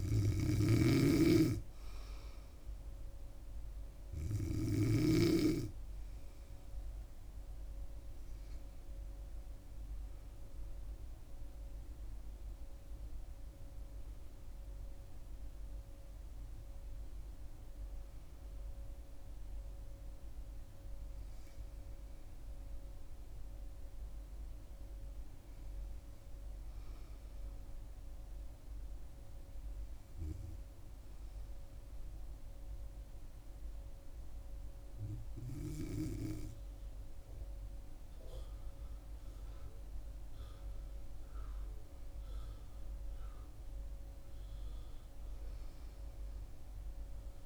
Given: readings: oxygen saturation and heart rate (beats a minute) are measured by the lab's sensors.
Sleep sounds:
breathing in sleep by a room microphone; 1
0.00-5.00 s: snoring (device-marked)
22.00-25.00 s: arousal
28.00-39.50 s: hypopnea (oxygen 97% before, 90% lowest, heart rate 71 before, 66 extreme, up 2 after)
40.50-44.00 s: arousal
From the record:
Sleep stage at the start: N2 (light sleep); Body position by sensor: on the back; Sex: female

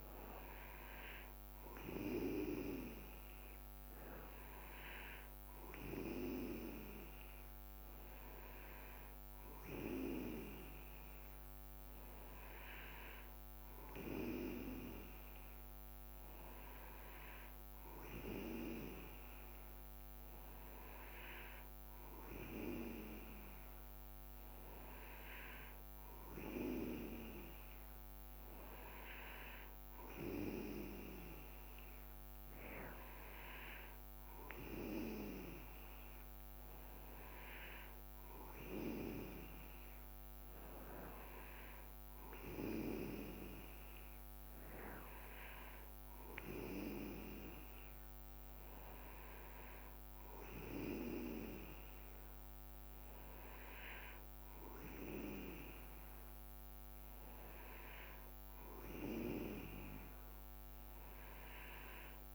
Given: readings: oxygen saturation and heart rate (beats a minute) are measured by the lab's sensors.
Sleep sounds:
breathing in sleep by a microphone on the trachea; none
none scored
From the record:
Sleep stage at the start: N2 (light sleep); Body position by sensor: on the back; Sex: male

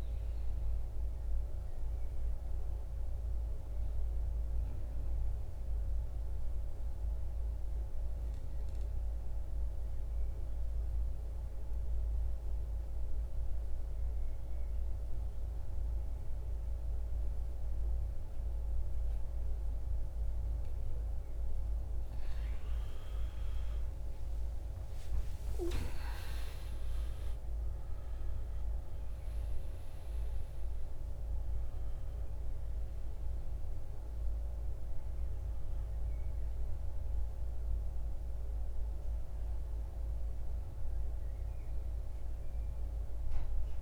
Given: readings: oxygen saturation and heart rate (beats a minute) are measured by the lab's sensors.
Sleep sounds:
breathing in sleep, hard to hear, by a room microphone; 1
0.00-16.50 s: oxygen desaturation (device-marked, oxygen 90% lowest, heart rate 53 extreme)
1.00-22.00 s: mixed apnea (oxygen 95% before, 85% lowest, heart rate 63 before, 53 extreme, up 18 after)
23.50-43.82 s: oxygen desaturation (device-marked, oxygen 96% before, 85% lowest, heart rate 55 before, 49 extreme)
24.00-28.00 s: arousal
From the record:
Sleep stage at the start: N2 (light sleep); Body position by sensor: on the back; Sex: male

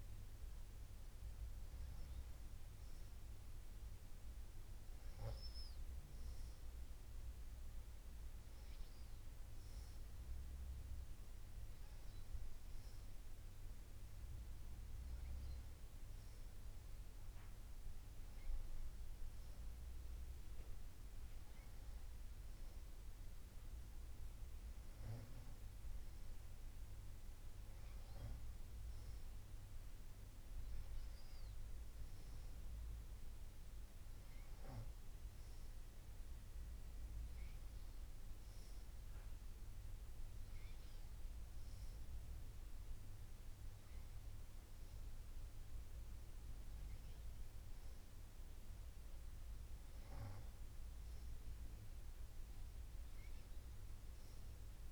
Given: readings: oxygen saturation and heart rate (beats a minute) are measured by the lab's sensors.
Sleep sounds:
breathing in sleep, hard to hear, by a room microphone; none
none scored
From the record:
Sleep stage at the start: N2 (light sleep); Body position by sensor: on the back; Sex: female

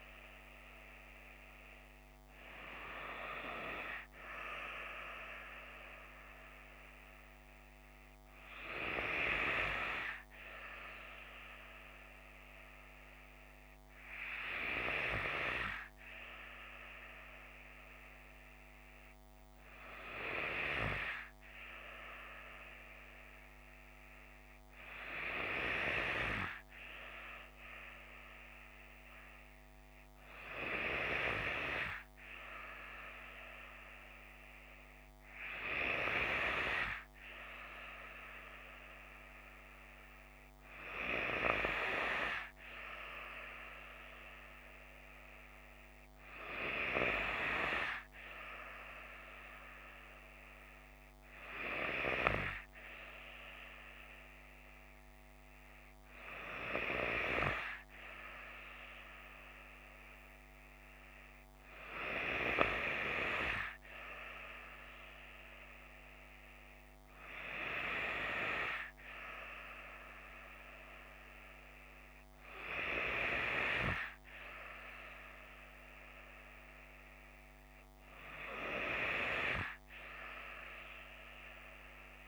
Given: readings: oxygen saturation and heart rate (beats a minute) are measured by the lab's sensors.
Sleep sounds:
breathing in sleep by a microphone on the trachea; none
none scored
From the record:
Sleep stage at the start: N3 (deep sleep); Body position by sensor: on the left side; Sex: female

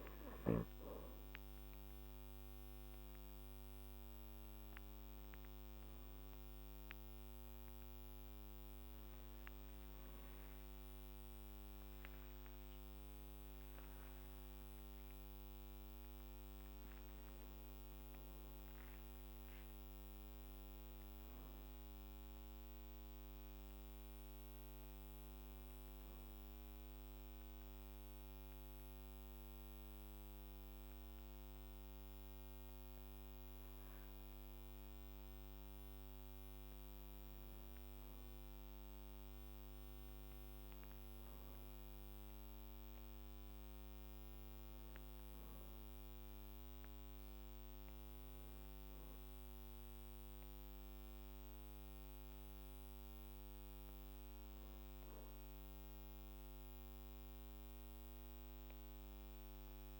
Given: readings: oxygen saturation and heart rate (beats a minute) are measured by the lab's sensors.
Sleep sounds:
breathing in sleep, hard to hear, by a microphone on the trachea; none
6.00-60.00 s: new sleep stage, N2 (light sleep)
9.50-11.50 s: long interval between heartbeats (device-marked, heart rate 53 before, 62 extreme)
12.50-14.50 s: long interval between heartbeats (device-marked, heart rate 54 before, 73 extreme)
13.50-19.50 s: arousal
From the record:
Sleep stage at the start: N1 (lightest sleep); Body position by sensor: on the back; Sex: male

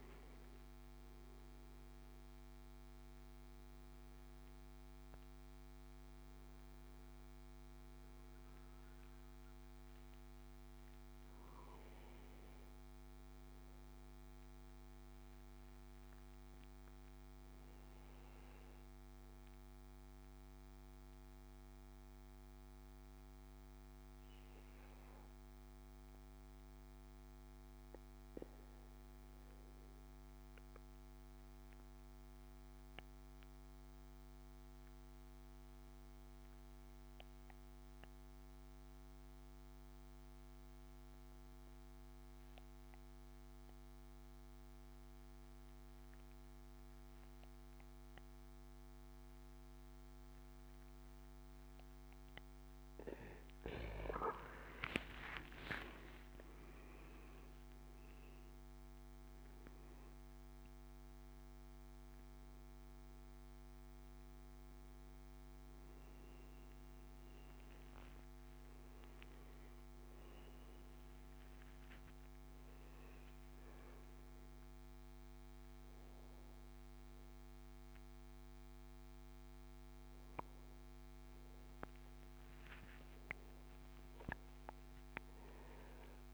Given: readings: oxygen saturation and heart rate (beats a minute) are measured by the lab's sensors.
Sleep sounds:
breathing in sleep by a microphone on the trachea; 1
0.00-14.00 s: oxygen desaturation (device-marked, oxygen 92% lowest, heart rate 61 extreme)
18.50-51.50 s: obstructive apnea (oxygen 99% before, 91% lowest, heart rate 71 before, 60 extreme, up 13 after)
37.00-67.00 s: oxygen desaturation (device-marked, oxygen 99% before, 91% lowest, heart rate 73 before, 60 extreme)
54.00-58.50 s: arousal
82.50-85.00 s: arousal
From the record:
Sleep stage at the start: N2 (light sleep); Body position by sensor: on the back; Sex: male

